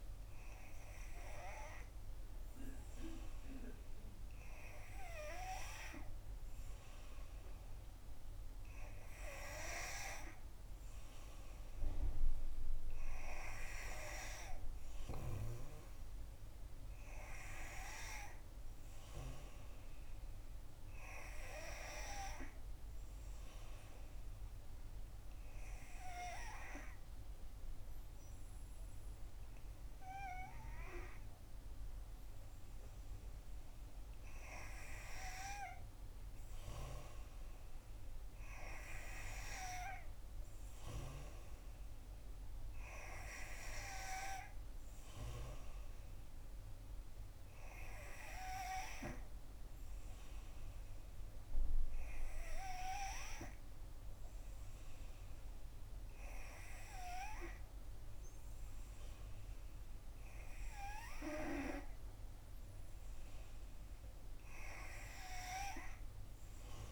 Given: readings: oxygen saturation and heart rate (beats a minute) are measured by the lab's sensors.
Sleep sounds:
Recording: breathing in sleep by a room microphone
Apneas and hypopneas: 2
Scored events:
23.00-34.50 s: obstructive apnea (oxygen 92% before, 89% lowest, heart rate 66 before, 63 extreme, up 3 after)
38.00-41.00 s: arousal
49.50-62.50 s: hypopnea (oxygen 92% before, 89% lowest, heart rate 65 before, 63 extreme, up 4 after)
From the record:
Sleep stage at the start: N3 (deep sleep)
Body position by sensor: on the back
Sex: female

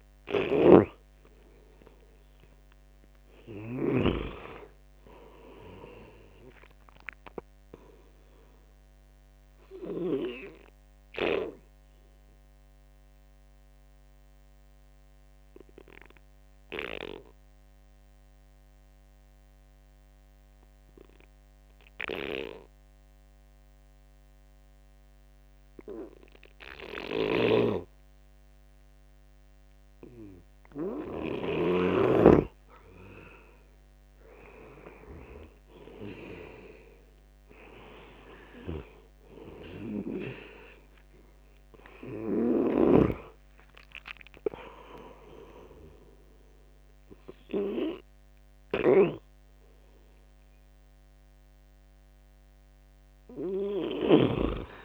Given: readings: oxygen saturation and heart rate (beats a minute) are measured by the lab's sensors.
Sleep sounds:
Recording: breathing in sleep by a microphone on the trachea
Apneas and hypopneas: 1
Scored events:
0.00-24.50 s: oxygen desaturation (device-marked, oxygen 87% lowest, heart rate 71 extreme)
11.50-32.00 s: obstructive apnea (oxygen 97% before, 87% lowest, heart rate 84 before, 71 extreme, up 14 after)
34.00-37.50 s: arousal
34.50-54.85 s: oxygen desaturation (device-marked, oxygen 99% before, 90% lowest, heart rate 74 before, 72 extreme)
From the record:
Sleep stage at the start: N2 (light sleep)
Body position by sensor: on the right side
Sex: male

